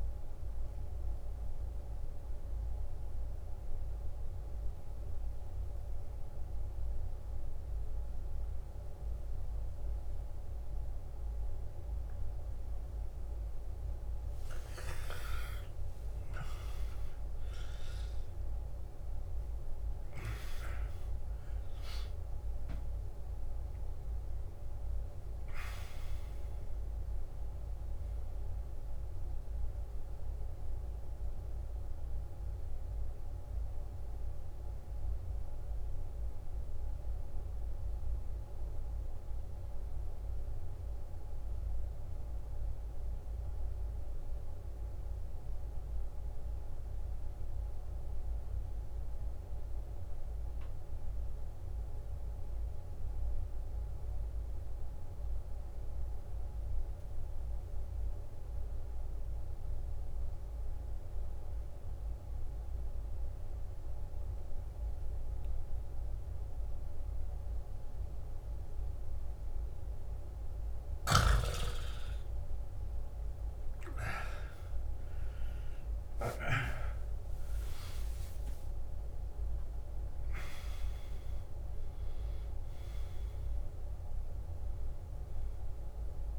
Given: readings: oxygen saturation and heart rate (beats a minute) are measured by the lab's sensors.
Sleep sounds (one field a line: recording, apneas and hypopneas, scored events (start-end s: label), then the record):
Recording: breathing in sleep by a room microphone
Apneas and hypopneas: 2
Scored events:
1.50-15.00 s: obstructive apnea (oxygen 97% before, 86% lowest, heart rate 67 before, 54 extreme, up 18 after)
10.00-40.00 s: oxygen desaturation (device-marked, oxygen 97% before, 86% lowest, heart rate 59 before, 54 extreme)
15.50-19.50 s: arousal
38.50-69.00 s: obstructive apnea (oxygen 96% before, 84% lowest, heart rate 69 before, 55 extreme, up 10 after)
55.00-86.39 s: oxygen desaturation (device-marked, oxygen 97% before, 84% lowest, heart rate 56 before, 56 extreme)
74.00-79.50 s: arousal
From the record:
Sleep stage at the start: N2 (light sleep)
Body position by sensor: on the back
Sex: male